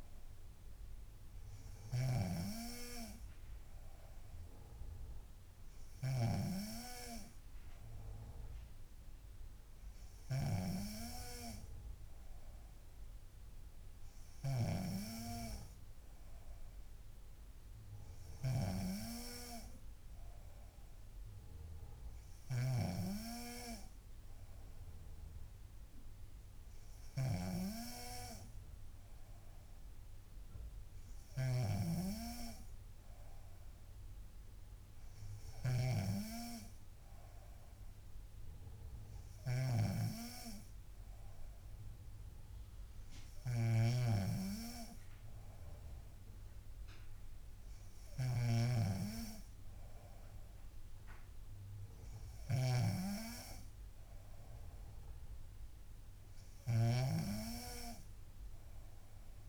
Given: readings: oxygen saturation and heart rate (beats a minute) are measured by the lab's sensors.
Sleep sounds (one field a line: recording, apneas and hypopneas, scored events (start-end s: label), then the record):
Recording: breathing in sleep by a room microphone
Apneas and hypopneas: none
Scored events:
0.00-2.50 s: snoring (device-marked)
27.50-32.00 s: snoring (device-marked)
39.50-59.49 s: snoring (device-marked)
From the record:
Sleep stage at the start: N3 (deep sleep)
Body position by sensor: on the back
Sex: female